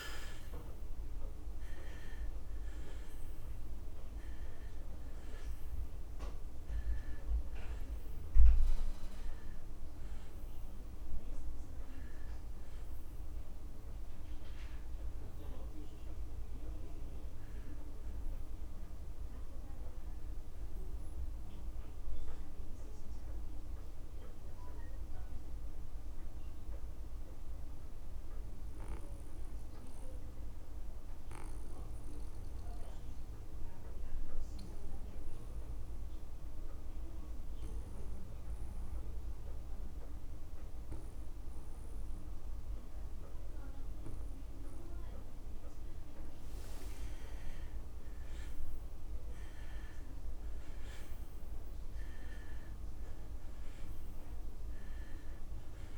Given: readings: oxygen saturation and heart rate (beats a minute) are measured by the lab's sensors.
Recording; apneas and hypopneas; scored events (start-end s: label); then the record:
breathing in sleep, hard to hear, by a room microphone; 1
0.00-2.50 s: arousal
0.00-31.00 s: oxygen desaturation (device-marked, oxygen 87% lowest)
22.50-46.50 s: mixed apnea (oxygen 96% before, 87% lowest)
48.00-55.98 s: oxygen desaturation (device-marked, oxygen 98% before, 88% lowest)
51.00-55.98 s: arousal
From the record:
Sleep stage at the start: N2 (light sleep); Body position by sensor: on the back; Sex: male